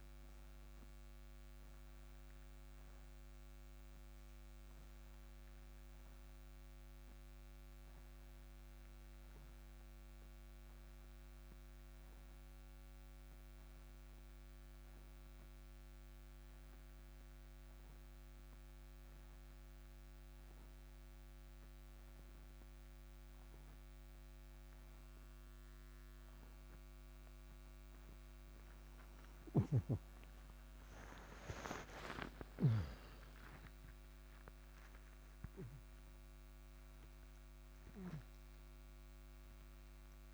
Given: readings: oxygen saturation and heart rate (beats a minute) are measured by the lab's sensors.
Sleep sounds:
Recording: breathing in sleep by a microphone on the trachea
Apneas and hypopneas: 1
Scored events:
0.00-16.50 s: oxygen desaturation (device-marked, oxygen 89% lowest, heart rate 57 extreme)
1.00-25.50 s: obstructive apnea (oxygen 97% before, 83% lowest, heart rate 62 before, 57 extreme, up 25 after)
29.50-36.00 s: snoring (device-marked)
30.00-35.00 s: arousal
31.50-40.34 s: oxygen desaturation (device-marked, oxygen 97% before, 83% lowest, heart rate 59 before, 58 extreme)
From the record:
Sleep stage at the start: N2 (light sleep)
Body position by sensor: on the right side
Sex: male

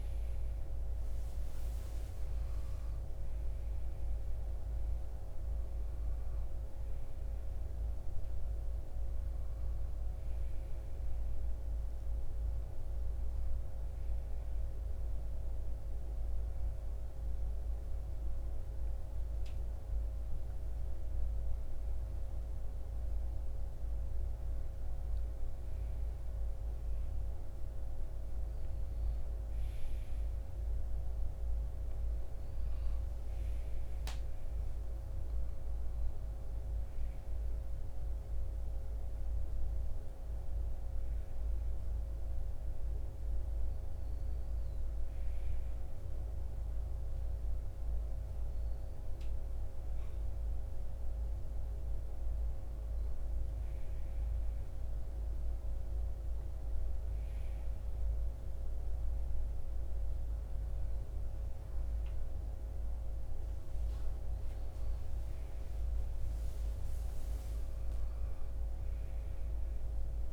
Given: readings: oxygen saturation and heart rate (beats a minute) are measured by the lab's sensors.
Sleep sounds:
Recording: breathing in sleep, hard to hear, by a room microphone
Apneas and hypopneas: none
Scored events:
0.00-11.50 s: oxygen desaturation (device-marked, oxygen 91% lowest, heart rate 61 extreme)
34.50-49.50 s: oxygen desaturation (device-marked, oxygen 95% before, 90% lowest, heart rate 62 before, 56 extreme)
From the record:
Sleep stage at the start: N1 (lightest sleep)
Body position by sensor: on the right side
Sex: male

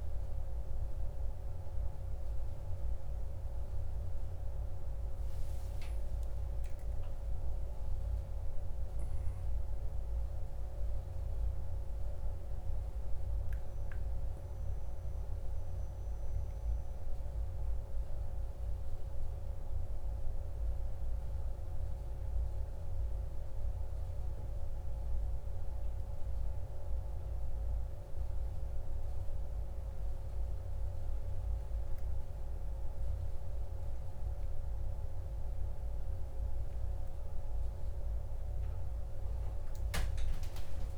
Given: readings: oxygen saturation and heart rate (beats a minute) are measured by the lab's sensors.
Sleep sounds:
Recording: a person awake in a sleep study, hard to hear, by a room microphone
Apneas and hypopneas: none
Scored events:
none scored
From the record:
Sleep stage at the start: awake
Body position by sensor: on the back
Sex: male

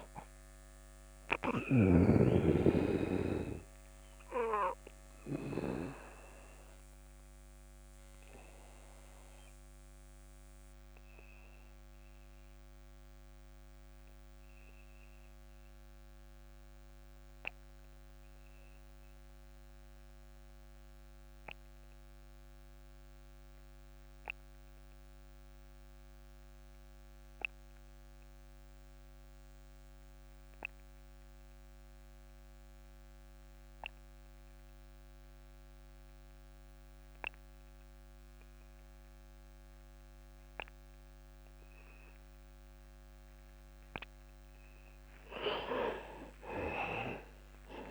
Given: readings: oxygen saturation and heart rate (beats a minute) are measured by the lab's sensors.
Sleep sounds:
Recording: breathing in sleep by a microphone on the trachea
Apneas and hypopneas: 1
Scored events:
0.00-21.50 s: oxygen desaturation (device-marked, oxygen 85% lowest)
4.00-43.50 s: obstructive apnea (oxygen 98% before, 85% lowest)
41.50-47.91 s: oxygen desaturation (device-marked, oxygen 98% before, 86% lowest)
46.50-47.91 s: arousal
From the record:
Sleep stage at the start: N2 (light sleep)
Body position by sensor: on the back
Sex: male

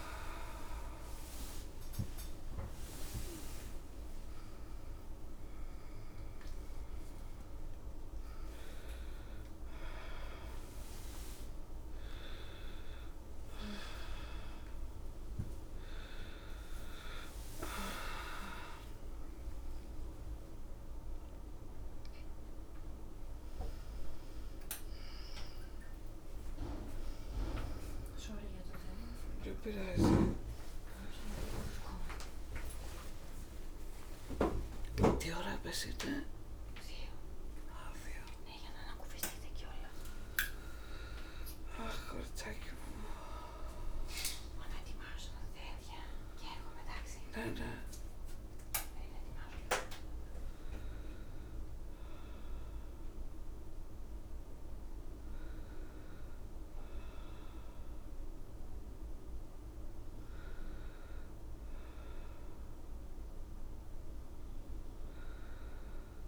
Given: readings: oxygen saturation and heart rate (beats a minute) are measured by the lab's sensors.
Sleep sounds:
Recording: a person awake in a sleep study, by a room microphone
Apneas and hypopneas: none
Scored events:
5.00-15.00 s: oxygen desaturation (device-marked, oxygen 97% before, 92% lowest, heart rate 115 before, 86 extreme)
From the record:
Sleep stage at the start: awake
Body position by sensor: on the back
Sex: female

